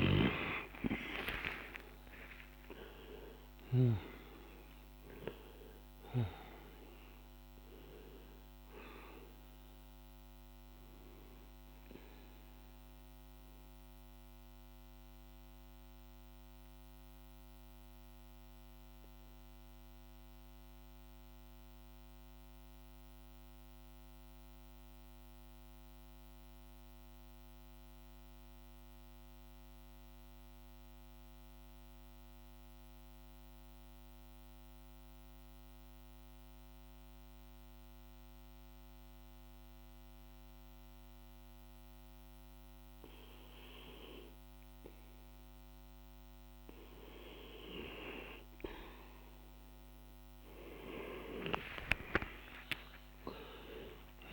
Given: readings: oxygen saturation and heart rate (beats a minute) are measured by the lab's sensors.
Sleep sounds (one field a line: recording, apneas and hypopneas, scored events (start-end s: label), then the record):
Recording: breathing in sleep by a microphone on the trachea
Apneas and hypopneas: 1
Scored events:
0.00-2.50 s: snoring (device-marked)
0.00-4.50 s: arousal
0.00-22.50 s: oxygen desaturation (device-marked, oxygen 89% lowest, heart rate 49 extreme)
12.50-43.00 s: mixed apnea (oxygen 98% before, 89% lowest, heart rate 55 before, 48 extreme, up 12 after)
40.50-54.33 s: oxygen desaturation (device-marked, oxygen 99% before, 89% lowest, heart rate 50 before, 46 extreme)
50.00-54.33 s: arousal
From the record:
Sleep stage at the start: N2 (light sleep)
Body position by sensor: on the back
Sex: male